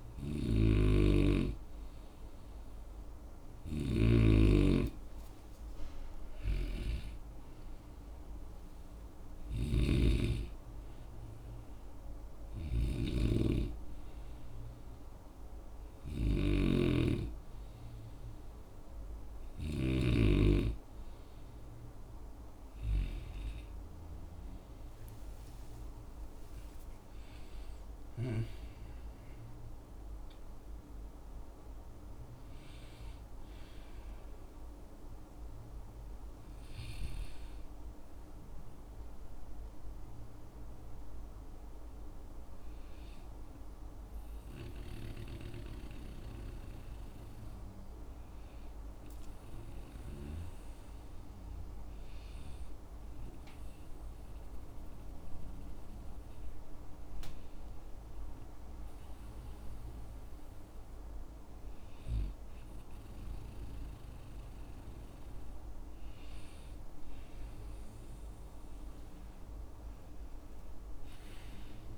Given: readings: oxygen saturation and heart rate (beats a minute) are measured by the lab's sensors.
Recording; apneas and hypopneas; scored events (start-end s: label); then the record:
breathing in sleep by a room microphone; none
0.00-20.00 s: snoring (device-marked)
24.50-29.00 s: arousal
64.00-71.98 s: new sleep stage, awake
From the record:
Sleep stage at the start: N2 (light sleep); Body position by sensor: on the right side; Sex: male